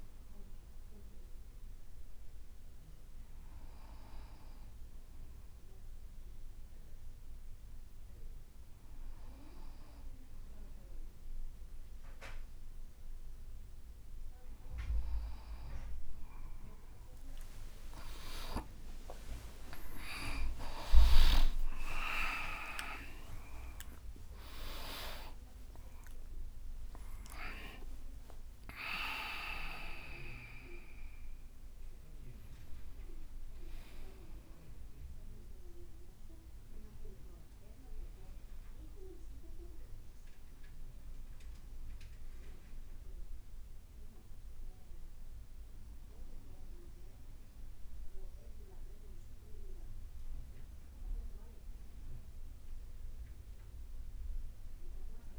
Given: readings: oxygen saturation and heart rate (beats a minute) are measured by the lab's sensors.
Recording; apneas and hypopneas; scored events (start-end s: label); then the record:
a person awake in a sleep study, by a room microphone; none
8.50-38.50 s: new sleep stage, awake
22.50-24.50 s: long interval between heartbeats (device-marked, heart rate 67 before, 82 extreme)
27.50-29.50 s: long interval between heartbeats (device-marked, heart rate 72 before, 90 extreme)
38.50-55.38 s: new sleep stage, N2 (light sleep)
47.00-55.38 s: leg movement (device-marked)
From the record:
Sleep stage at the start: N2 (light sleep); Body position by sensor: on the back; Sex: male